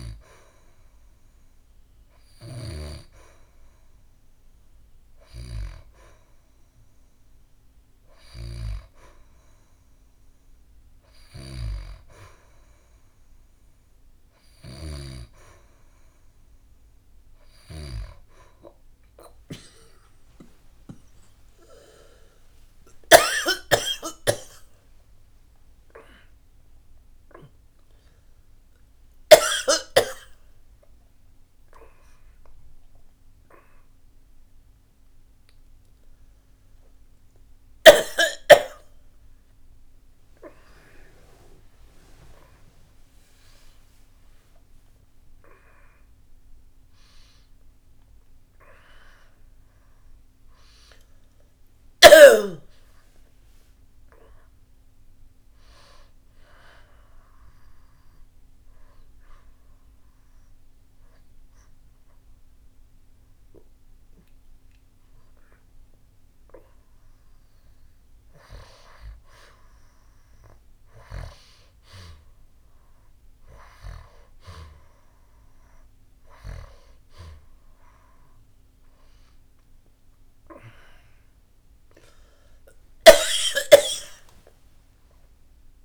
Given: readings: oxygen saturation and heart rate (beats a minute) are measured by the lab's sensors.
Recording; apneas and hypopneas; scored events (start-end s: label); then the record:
a person partly awake in a sleep study, by a room microphone; 1
11.00-41.00 s: new sleep stage, awake
23.00-25.00 s: long interval between heartbeats (device-marked, heart rate 74 before, 87 extreme)
41.00-71.00 s: new sleep stage, N1 (lightest sleep)
59.00-69.50 s: hypopnea (oxygen 97% before, 90% lowest, heart rate 86 before, 81 extreme, up 2 after)
71.00-85.85 s: new sleep stage, N2 (light sleep)
72.00-76.50 s: arousal
80.00-85.85 s: oxygen desaturation (device-marked, oxygen 95% before, 90% lowest, heart rate 83 before, 75 extreme)
83.50-85.50 s: long interval between heartbeats (device-marked, heart rate 83 before, 92 extreme)
From the record:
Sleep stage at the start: N2 (light sleep); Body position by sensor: on the back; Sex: female